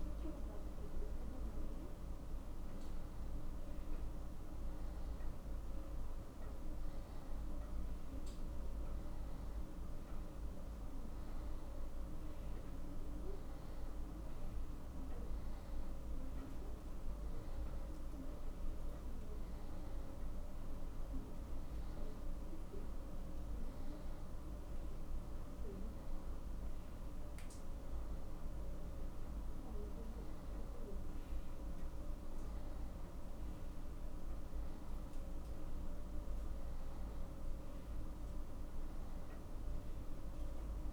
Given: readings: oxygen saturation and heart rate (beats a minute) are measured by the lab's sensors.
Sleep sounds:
a person awake in a sleep study, hard to hear, by a room microphone; none
none scored
From the record:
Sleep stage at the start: awake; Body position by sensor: on the back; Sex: male

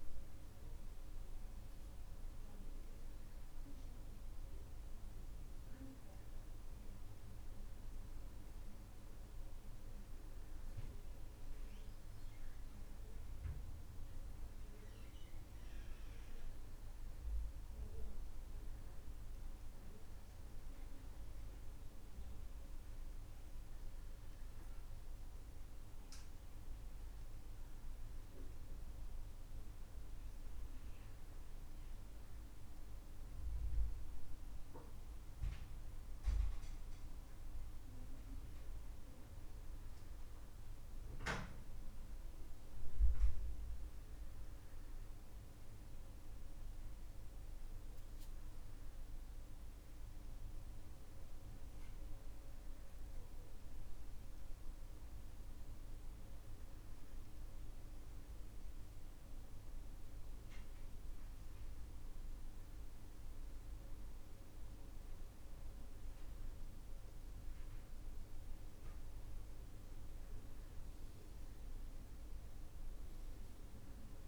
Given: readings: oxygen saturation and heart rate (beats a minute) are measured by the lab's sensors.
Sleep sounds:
a person awake in a sleep study, hard to hear, by a room microphone; none
none scored
From the record:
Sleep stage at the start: awake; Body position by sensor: on the back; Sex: male

